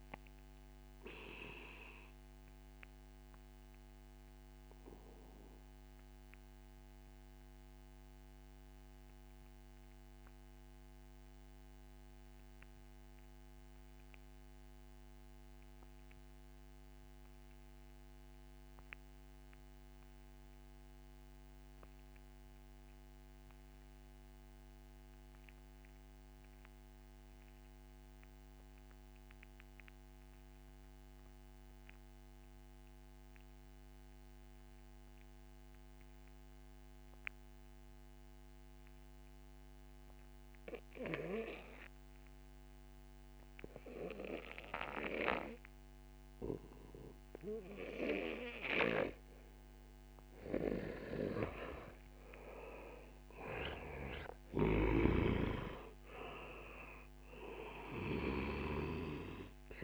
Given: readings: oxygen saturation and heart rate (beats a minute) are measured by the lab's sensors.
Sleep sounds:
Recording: breathing in sleep by a microphone on the trachea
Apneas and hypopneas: 1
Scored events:
0.00-14.00 s: oxygen desaturation (device-marked, oxygen 87% lowest, heart rate 32 extreme)
4.00-49.50 s: mixed apnea (oxygen 95% before, 83% lowest, heart rate 53 before, 31 extreme, up 5 after)
14.00-59.84 s: new sleep stage, REM sleep
30.00-59.84 s: oxygen desaturation (device-marked, oxygen 97% before, 83% lowest, heart rate 67 before, 31 extreme)
51.50-56.50 s: arousal
54.00-59.84 s: snoring (device-marked)
From the record:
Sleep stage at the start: N2 (light sleep)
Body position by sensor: on the back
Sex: male

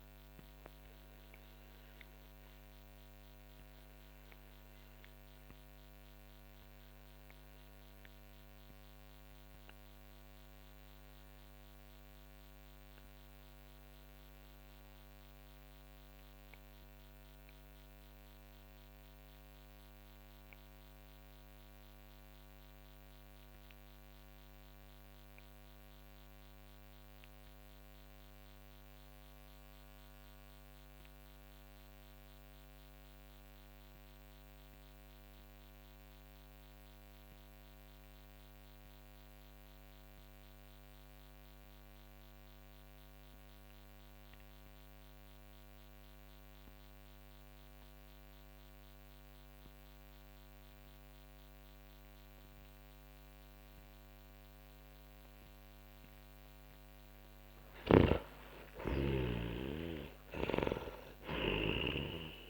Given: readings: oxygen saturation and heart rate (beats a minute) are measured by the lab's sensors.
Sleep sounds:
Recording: breathing in sleep by a microphone on the trachea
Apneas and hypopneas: 1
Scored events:
0.00-27.50 s: oxygen desaturation (device-marked, oxygen 84% lowest, heart rate 44 extreme)
2.50-56.50 s: obstructive apnea (oxygen 98% before, 84% lowest, heart rate 66 before, 44 extreme, up 17 after)
57.50-62.50 s: snoring (device-marked)
58.00-61.50 s: arousal
58.50-62.50 s: oxygen desaturation (device-marked, oxygen 98% before, 93% lowest, heart rate 53 before, 46 extreme)
From the record:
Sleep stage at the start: N2 (light sleep)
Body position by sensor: on the back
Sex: male

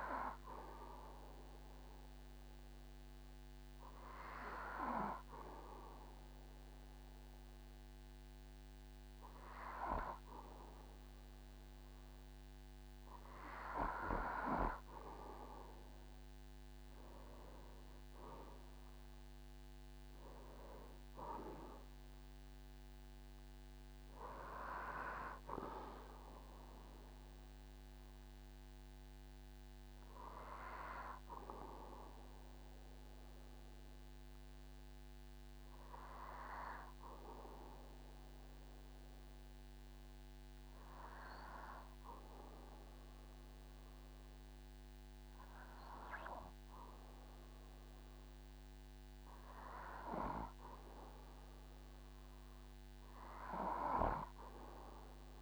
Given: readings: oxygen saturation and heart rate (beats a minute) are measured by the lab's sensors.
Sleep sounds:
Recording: breathing in sleep by a microphone on the trachea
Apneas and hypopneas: 1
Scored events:
0.00-4.50 s: oxygen desaturation (device-marked, oxygen 94% lowest, heart rate 46 extreme)
17.00-22.00 s: arousal
18.50-20.50 s: long interval between heartbeats (device-marked, heart rate 49 before, 67 extreme)
33.50-49.50 s: hypopnea (oxygen 97% before, 94% lowest, heart rate 57 before, 45 extreme, up 6 after)
51.50-55.00 s: arousal
From the record:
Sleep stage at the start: N2 (light sleep)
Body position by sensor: on the back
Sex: male

